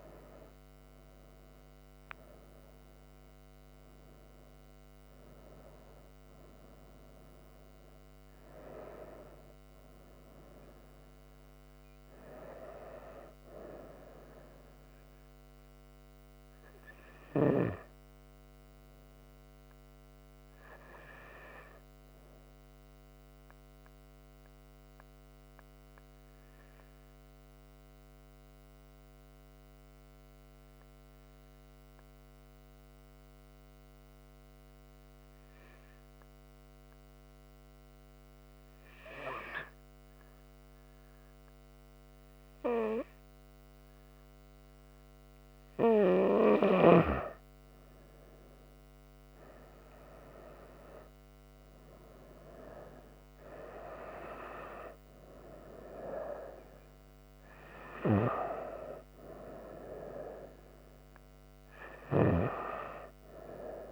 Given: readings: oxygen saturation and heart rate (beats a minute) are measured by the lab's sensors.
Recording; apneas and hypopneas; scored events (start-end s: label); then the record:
breathing in sleep by a microphone on the trachea; 1
0.00-2.00 s: arousal
0.00-18.00 s: oxygen desaturation (device-marked, oxygen 91% lowest)
23.50-45.00 s: obstructive apnea (oxygen 98% before, 92% lowest)
39.00-63.92 s: oxygen desaturation (device-marked, oxygen 98% before, 92% lowest)
47.00-51.50 s: arousal
From the record:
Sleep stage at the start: N2 (light sleep); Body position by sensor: on the right side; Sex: female